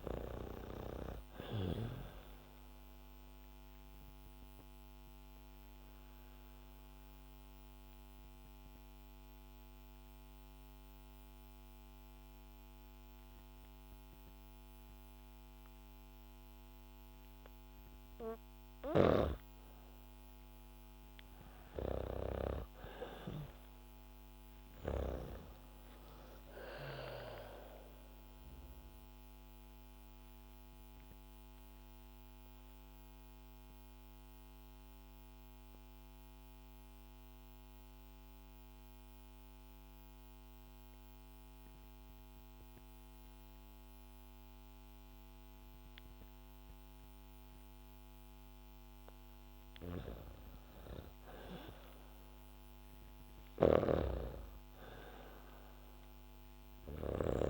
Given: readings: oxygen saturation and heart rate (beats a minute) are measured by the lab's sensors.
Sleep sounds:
breathing in sleep by a microphone on the trachea; 2
2.00-17.50 s: obstructive apnea (oxygen 98% before, 95% lowest, heart rate 69 before, 60 extreme, up 3 after)
20.50-24.50 s: arousal
24.00-30.00 s: oxygen desaturation (device-marked, oxygen 99% before, 96% lowest, heart rate 68 before, 60 extreme)
29.50-49.00 s: mixed apnea (oxygen 99% before, 95% lowest, heart rate 68 before, 60 extreme, up 8 after)
51.00-55.00 s: arousal
53.00-57.00 s: snoring (device-marked)
From the record:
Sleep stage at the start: N2 (light sleep); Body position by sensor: on the back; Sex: female

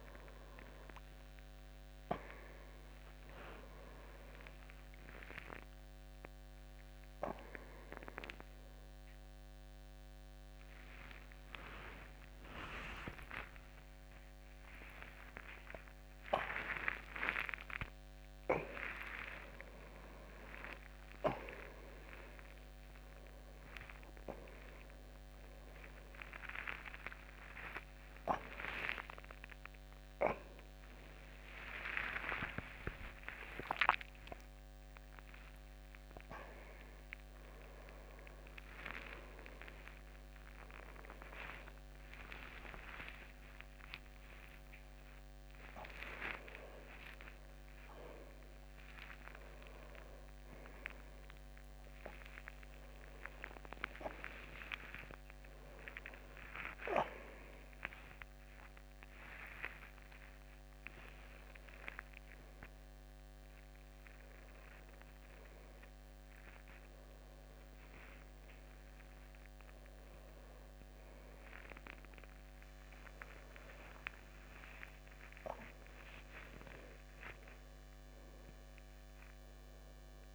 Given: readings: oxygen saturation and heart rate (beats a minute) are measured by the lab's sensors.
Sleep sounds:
a person awake in a sleep study, by a microphone on the trachea; none
none scored
From the record:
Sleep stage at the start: awake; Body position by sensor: on the back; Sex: male

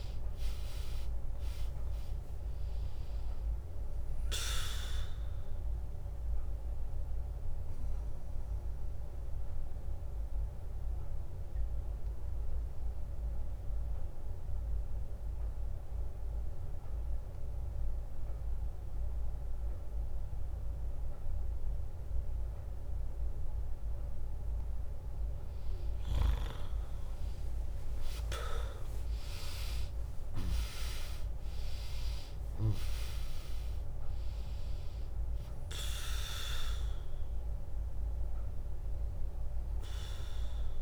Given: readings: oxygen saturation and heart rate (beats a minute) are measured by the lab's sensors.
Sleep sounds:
breathing in sleep by a room microphone; 1
0.00-16.00 s: oxygen desaturation (device-marked, oxygen 100% before, 96% lowest, heart rate 74 before, 59 extreme)
1.00-16.00 s: drop in pulse transit time (device-marked, heart rate 73 before, 66 extreme)
6.50-25.00 s: mixed apnea (oxygen 100% before, 96% lowest, heart rate 69 before, 59 extreme, up 6 after)
19.00-21.00 s: bradycardia (device-marked, heart rate 75 before, 66 extreme)
25.50-30.50 s: arousal
30.00-40.82 s: oxygen desaturation (device-marked, oxygen 100% before, 96% lowest, heart rate 70 before, 58 extreme)
31.00-40.82 s: drop in pulse transit time (device-marked, heart rate 69 before, 62 extreme)
From the record:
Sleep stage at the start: N2 (light sleep); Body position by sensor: on the back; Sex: female

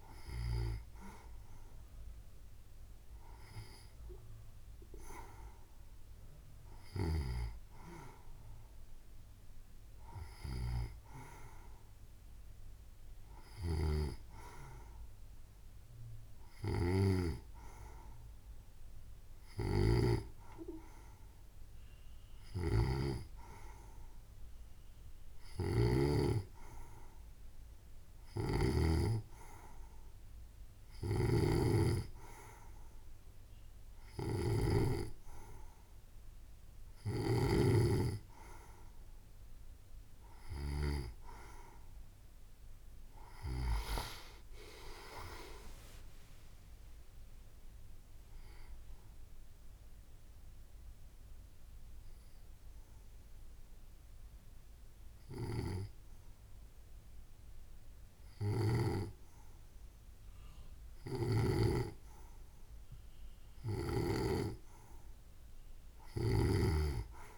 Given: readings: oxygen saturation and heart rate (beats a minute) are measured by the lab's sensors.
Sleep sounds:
breathing in sleep by a room microphone; 1
47.50-61.00 s: obstructive apnea (oxygen 92% before, 89% lowest, heart rate 81 before, 73 extreme, up 6 after)
63.00-67.38 s: arousal
From the record:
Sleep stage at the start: N2 (light sleep); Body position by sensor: on the right side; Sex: female

